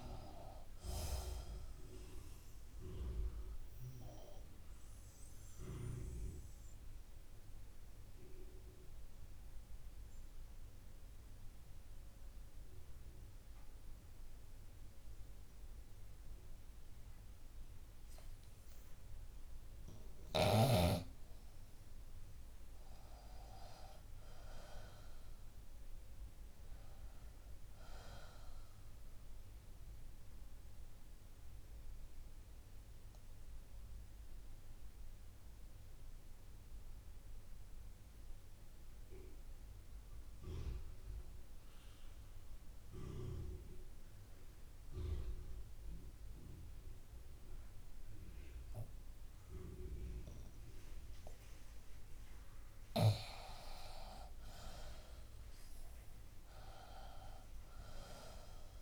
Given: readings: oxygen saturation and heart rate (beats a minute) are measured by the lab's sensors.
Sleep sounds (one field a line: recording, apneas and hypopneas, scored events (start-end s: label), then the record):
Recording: breathing in sleep by a room microphone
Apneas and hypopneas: 2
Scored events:
0.00-22.00 s: oxygen desaturation (device-marked, oxygen 94% before, 79% lowest, heart rate 61 before, 54 extreme)
3.00-19.50 s: obstructive apnea (oxygen 99% before, 73% lowest, heart rate 61 before, 54 extreme, up 17 after)
22.00-25.50 s: arousal
24.00-47.00 s: oxygen desaturation (device-marked, oxygen 95% before, 78% lowest, heart rate 59 before, 56 extreme)
30.50-51.00 s: obstructive apnea (oxygen 95% before, 73% lowest, heart rate 62 before, 56 extreme, up 11 after)
49.00-58.82 s: oxygen desaturation (device-marked, oxygen 97% before, 73% lowest, heart rate 61 before, 60 extreme)
53.00-57.00 s: arousal
From the record:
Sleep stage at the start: N2 (light sleep)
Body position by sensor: on the left side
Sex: female